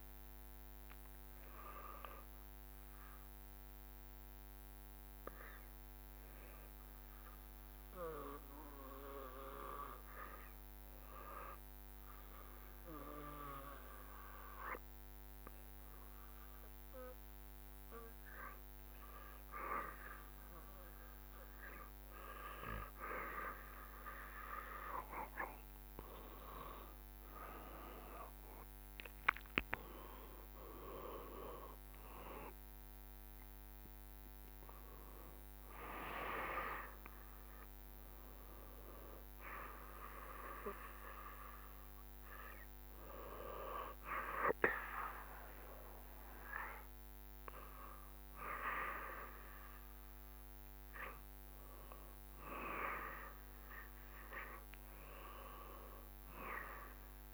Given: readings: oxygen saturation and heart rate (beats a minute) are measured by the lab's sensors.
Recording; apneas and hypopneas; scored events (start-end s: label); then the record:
breathing in sleep by a microphone on the trachea; 1
2.50-23.50 s: hypopnea (oxygen 97% before, 95% lowest, heart rate 85 before, 65 extreme, up 7 after)
28.50-32.50 s: arousal
From the record:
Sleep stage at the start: N2 (light sleep); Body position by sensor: on the back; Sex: male